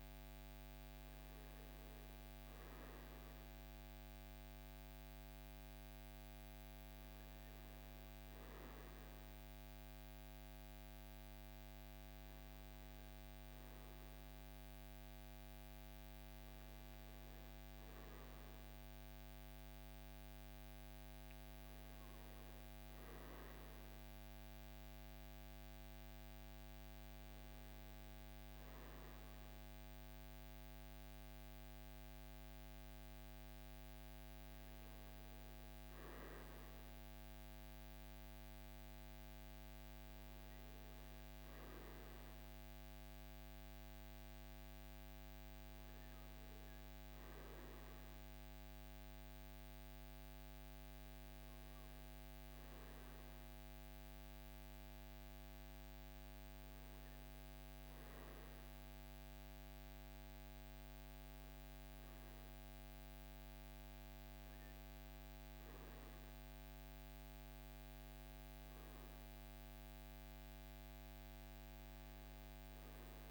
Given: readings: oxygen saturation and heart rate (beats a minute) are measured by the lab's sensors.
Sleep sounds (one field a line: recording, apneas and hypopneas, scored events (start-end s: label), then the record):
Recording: breathing in sleep, hard to hear, by a microphone on the trachea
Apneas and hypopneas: none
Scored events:
none scored
From the record:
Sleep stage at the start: REM sleep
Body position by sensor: on the right side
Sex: male